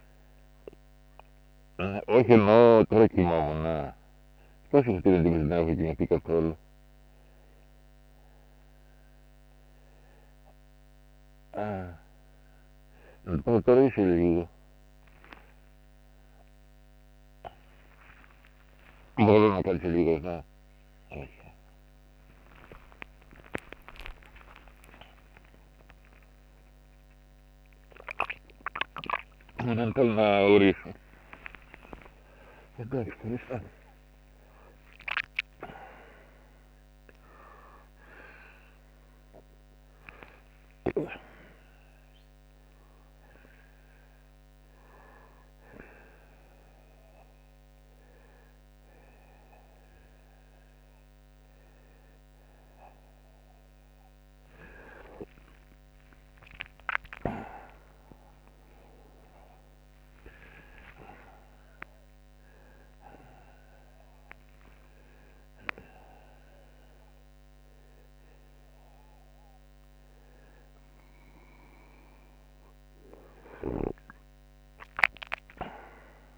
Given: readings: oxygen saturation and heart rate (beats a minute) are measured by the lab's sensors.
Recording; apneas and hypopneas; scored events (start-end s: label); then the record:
a person awake in a sleep study, by a microphone on the trachea; none
0.00-5.00 s: snoring (device-marked)
0.00-6.00 s: oxygen desaturation (device-marked, oxygen 86% lowest, heart rate 46 extreme)
13.00-19.50 s: snoring (device-marked)
29.00-33.00 s: snoring (device-marked)
68.00-76.38 s: new sleep stage, N1 (lightest sleep)
From the record:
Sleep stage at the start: awake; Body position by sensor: on the right side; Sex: male